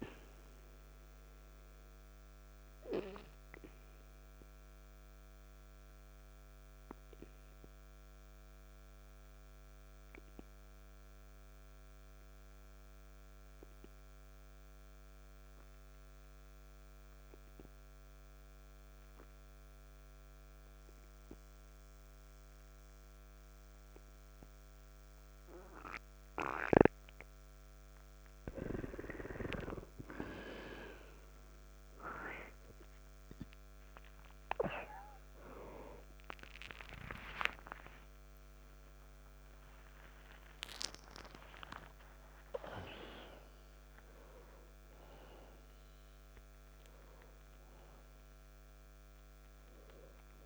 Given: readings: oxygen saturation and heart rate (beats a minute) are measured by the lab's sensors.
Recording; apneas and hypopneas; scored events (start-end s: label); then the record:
breathing in sleep by a microphone on the trachea; 1
0.00-5.00 s: oxygen desaturation (device-marked, oxygen 92% lowest, heart rate 48 extreme)
5.00-27.00 s: obstructive apnea (oxygen 96% before, 89% lowest, heart rate 55 before, 48 extreme, up 5 after)
14.00-24.00 s: oxygen desaturation (device-marked, oxygen 97% before, 94% lowest, heart rate 55 before, 48 extreme)
31.00-46.00 s: oxygen desaturation (device-marked, oxygen 97% before, 93% lowest, heart rate 52 before, 56 extreme)
36.00-41.00 s: arousal
36.50-38.50 s: long interval between heartbeats (device-marked, heart rate 51 before, 64 extreme)
41.50-43.50 s: long interval between heartbeats (device-marked, heart rate 57 before, 96 extreme)
49.00-50.46 s: new sleep stage, N1 (lightest sleep)
From the record:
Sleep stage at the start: N2 (light sleep); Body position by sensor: on the back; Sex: male